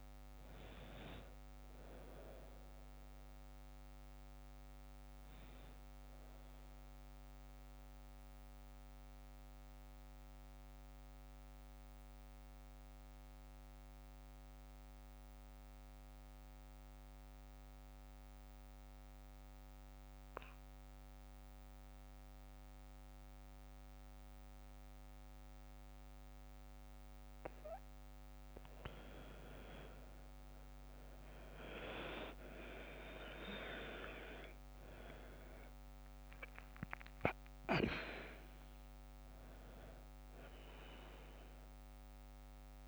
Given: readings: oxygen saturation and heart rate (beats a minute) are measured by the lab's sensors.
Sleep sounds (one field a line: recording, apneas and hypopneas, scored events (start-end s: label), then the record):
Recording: breathing in sleep by a microphone on the trachea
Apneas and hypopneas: 1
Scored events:
0.00-19.00 s: oxygen desaturation (device-marked, oxygen 90% lowest, heart rate 48 extreme)
8.00-28.00 s: mixed apnea (oxygen 100% before, 90% lowest, heart rate 59 before, 48 extreme, up 9 after)
30.00-34.50 s: arousal
32.00-42.88 s: oxygen desaturation (device-marked, oxygen 100% before, 92% lowest, heart rate 50 before, 49 extreme)
From the record:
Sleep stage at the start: N2 (light sleep)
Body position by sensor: on the back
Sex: female